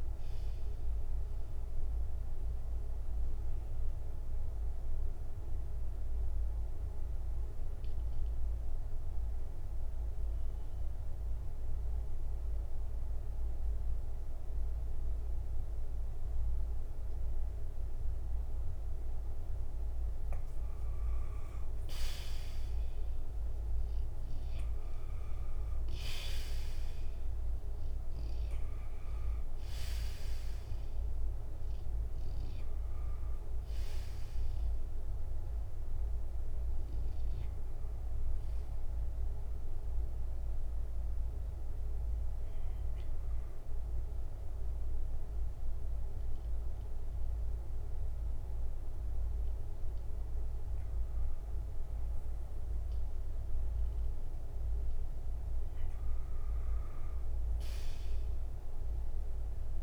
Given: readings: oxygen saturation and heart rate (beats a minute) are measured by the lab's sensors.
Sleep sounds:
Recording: breathing in sleep, hard to hear, by a room microphone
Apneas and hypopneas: 2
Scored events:
0.00-4.00 s: oxygen desaturation (device-marked, oxygen 93% lowest, heart rate 55 extreme)
2.00-20.00 s: obstructive apnea (oxygen 97% before, 90% lowest, heart rate 61 before, 55 extreme, up 4 after)
22.00-26.50 s: arousal
27.00-51.00 s: oxygen desaturation (device-marked, oxygen 96% before, 90% lowest, heart rate 62 before, 57 extreme)
41.00-55.00 s: obstructive apnea (oxygen 96% before, 90% lowest, heart rate 62 before, 57 extreme, up 2 after)
57.00-59.83 s: arousal
From the record:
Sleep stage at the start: N1 (lightest sleep)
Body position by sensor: on the back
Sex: male

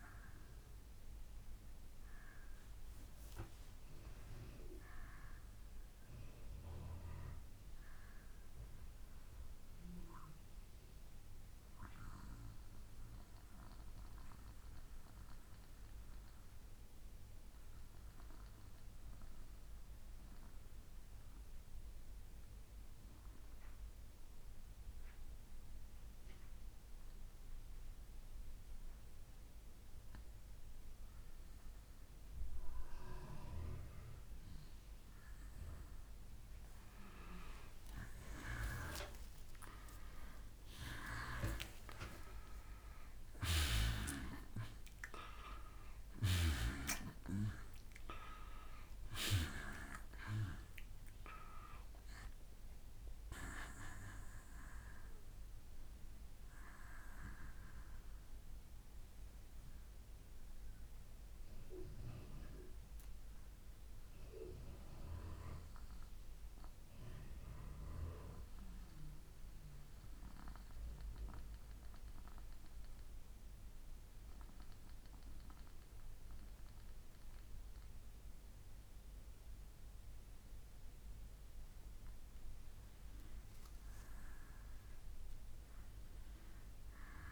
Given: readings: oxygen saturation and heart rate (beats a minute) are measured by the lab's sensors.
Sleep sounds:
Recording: breathing in sleep by a room microphone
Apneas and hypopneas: 2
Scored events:
0.00-5.50 s: oxygen desaturation (device-marked, oxygen 85% lowest, heart rate 60 extreme)
8.50-29.50 s: mixed apnea (oxygen 96% before, 87% lowest, heart rate 64 before, 60 extreme, up 10 after)
29.50-59.50 s: oxygen desaturation (device-marked, oxygen 96% before, 87% lowest, heart rate 61 before, 61 extreme)
36.00-40.00 s: arousal
62.50-81.00 s: mixed apnea (oxygen 96% before, 88% lowest, heart rate 68 before, 61 extreme, up 2 after)
81.50-87.32 s: oxygen desaturation (device-marked, oxygen 96% before, 89% lowest, heart rate 62 before, 52 extreme)
83.00-87.32 s: arousal
From the record:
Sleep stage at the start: N2 (light sleep)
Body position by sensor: on the back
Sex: male

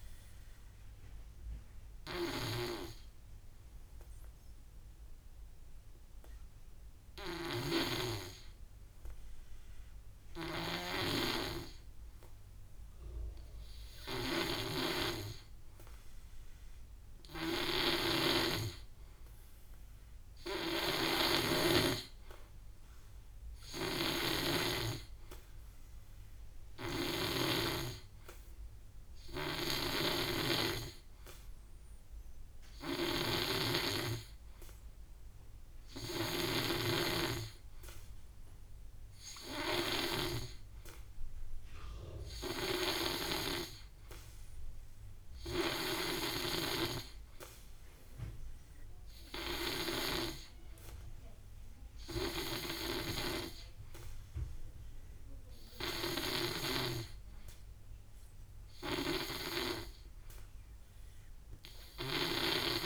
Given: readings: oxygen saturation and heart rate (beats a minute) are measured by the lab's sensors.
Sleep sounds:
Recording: breathing in sleep by a room microphone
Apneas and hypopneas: none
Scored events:
2.50-29.50 s: oxygen desaturation (device-marked, oxygen 97% before, 85% lowest, heart rate 58 before, 55 extreme)
10.50-21.50 s: snoring (device-marked)
23.50-36.50 s: snoring (device-marked)
46.00-62.86 s: snoring (device-marked)
From the record:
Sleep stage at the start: N2 (light sleep)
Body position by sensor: on the back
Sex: male

